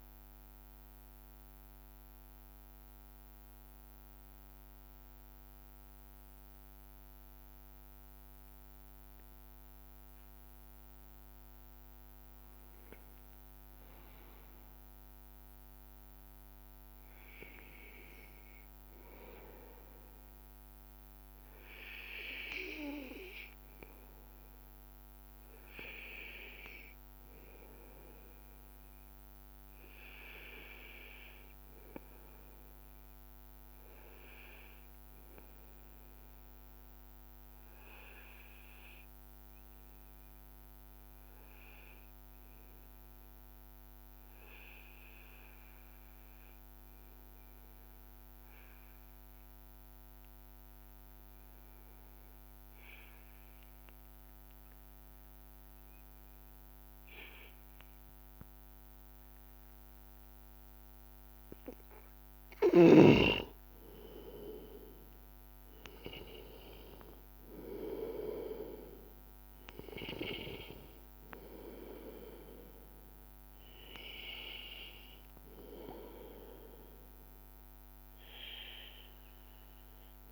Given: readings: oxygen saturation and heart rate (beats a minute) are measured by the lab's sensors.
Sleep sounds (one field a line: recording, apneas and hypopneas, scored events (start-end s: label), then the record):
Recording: breathing in sleep by a microphone on the trachea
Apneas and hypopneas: 2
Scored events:
1.00-12.00 s: central apnea (oxygen 96% before, 93% lowest, heart rate 85 before, 83 extreme, up 1 after)
14.50-17.50 s: arousal
36.00-58.00 s: obstructive apnea (oxygen 98% before, 93% lowest, heart rate 84 before, 82 extreme, up 1 after)
59.50-63.00 s: arousal
61.50-80.31 s: oxygen desaturation (device-marked, oxygen 96% before, 93% lowest, heart rate 82 before, 82 extreme)
From the record:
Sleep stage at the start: N2 (light sleep)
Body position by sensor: on the back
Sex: male